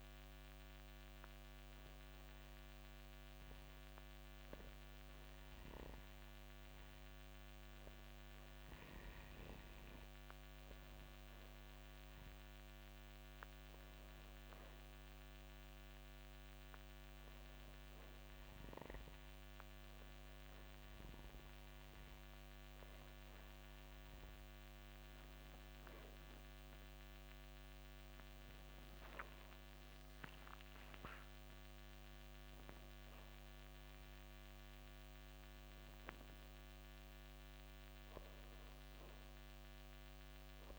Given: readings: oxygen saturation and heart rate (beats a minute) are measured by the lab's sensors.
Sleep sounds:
breathing in sleep, hard to hear, by a microphone on the trachea; 1
0.50-10.50 s: hypopnea (oxygen 94% before, 92% lowest, heart rate 55 before, 54 extreme, up 9 after)
12.50-15.50 s: arousal
26.00-30.50 s: arousal
From the record:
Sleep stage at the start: N2 (light sleep); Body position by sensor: on the back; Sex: male

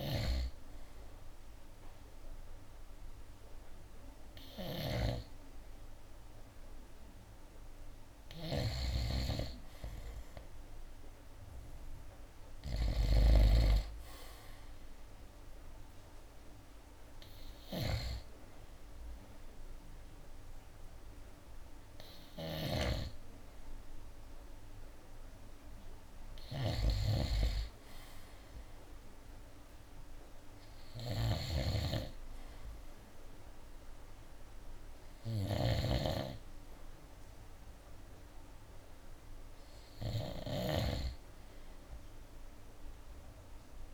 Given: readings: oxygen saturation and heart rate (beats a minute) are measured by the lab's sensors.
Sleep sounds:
breathing in sleep by a room microphone; none
0.00-1.00 s: drop in pulse transit time (device-marked, heart rate 68 extreme)
0.00-12.00 s: oxygen desaturation (device-marked, oxygen 90% lowest, heart rate 64 extreme)
4.50-43.94 s: snoring (device-marked)
14.00-31.00 s: oxygen desaturation (device-marked, oxygen 96% before, 90% lowest, heart rate 69 before, 67 extreme)
From the record:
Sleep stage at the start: N2 (light sleep); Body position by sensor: on the right side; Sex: male

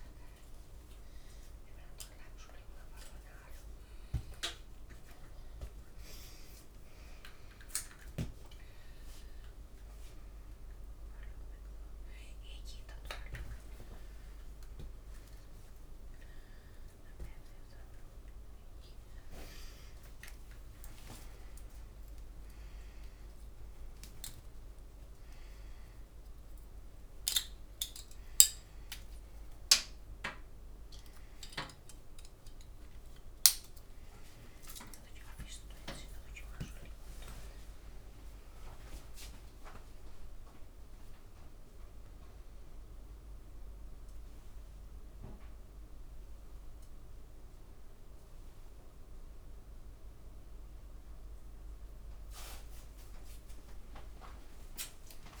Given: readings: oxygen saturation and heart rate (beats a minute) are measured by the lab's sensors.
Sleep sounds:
a person awake in a sleep study, by a room microphone; 1
8.00-18.00 s: mixed apnea (oxygen 98% before, 96% lowest, heart rate 58 before, 56 extreme)
12.50-14.50 s: leg movement (device-marked)
20.00-30.00 s: leg movement (device-marked)
33.00-39.00 s: leg movement (device-marked)
40.50-41.50 s: leg movement (device-marked)
From the record:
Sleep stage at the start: awake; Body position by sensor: on the back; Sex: male

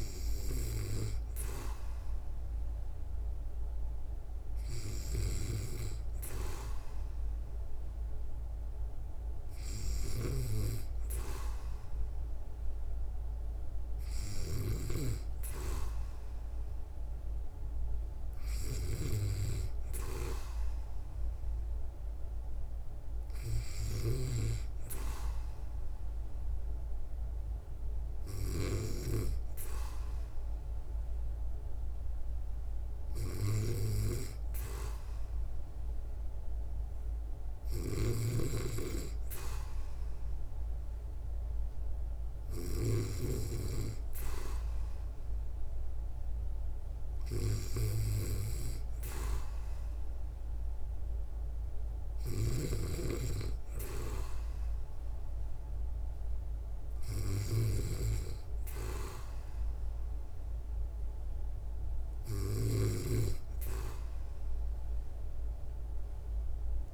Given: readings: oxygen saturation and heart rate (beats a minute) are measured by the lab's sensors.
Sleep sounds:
breathing in sleep by a room microphone; none
9.50-28.00 s: snoring (device-marked)
37.00-66.94 s: snoring (device-marked)
From the record:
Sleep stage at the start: N2 (light sleep); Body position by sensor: on the back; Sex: female

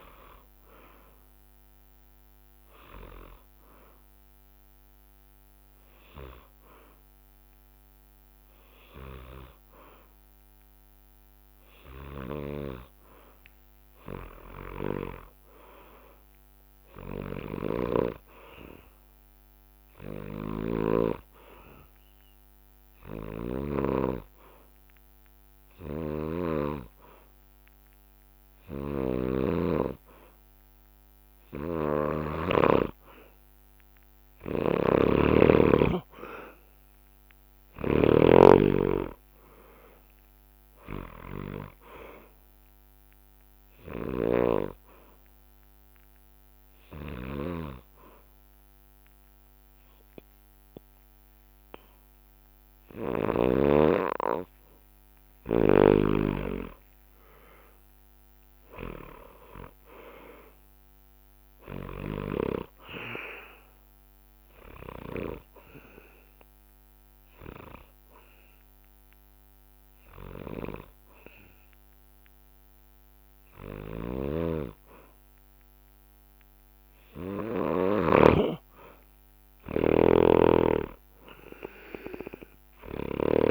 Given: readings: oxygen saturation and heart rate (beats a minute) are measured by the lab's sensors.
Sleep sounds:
breathing in sleep by a microphone on the trachea; 4
0.00-2.00 s: drop in pulse transit time (device-marked, heart rate 67 extreme)
1.00-6.00 s: bradycardia (device-marked, heart rate 66 before, 58 extreme)
1.50-13.00 s: hypopnea (oxygen 97% before, 91% lowest, heart rate 66 before, 59 extreme, up 14 after)
7.00-15.00 s: oxygen desaturation (device-marked, oxygen 97% before, 91% lowest, heart rate 66 before, 60 extreme)
15.00-19.00 s: arousal
17.50-21.00 s: snoring (device-marked)
22.00-32.50 s: hypopnea (oxygen 97% before, 92% lowest, heart rate 64 before, 60 extreme, up 10 after)
25.50-32.50 s: snoring (device-marked)
34.50-36.50 s: long interval between heartbeats (device-marked, heart rate 64 before, 65 extreme)
34.50-38.00 s: snoring (device-marked)
36.00-40.00 s: arousal
44.00-53.50 s: snoring (device-marked)
44.00-64.00 s: oxygen desaturation (device-marked, oxygen 95% before, 92% lowest, heart rate 64 before, 57 extreme)
44.50-55.50 s: obstructive apnea (oxygen 96% before, 92% lowest, heart rate 64 before, 57 extreme, up 13 after)
57.00-61.00 s: arousal
64.50-75.50 s: hypopnea (oxygen 95% before, 92% lowest, heart rate 66 before, 57 extreme, up 16 after)
67.00-74.00 s: bradycardia (device-marked, heart rate 66 before, 58 extreme)
74.00-77.50 s: snoring (device-marked)
74.00-83.00 s: oxygen desaturation (device-marked, oxygen 96% before, 92% lowest, heart rate 65 before, 58 extreme)
79.50-83.50 s: snoring (device-marked)
81.50-83.50 s: arousal
From the record:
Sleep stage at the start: N2 (light sleep); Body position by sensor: on the back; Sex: male

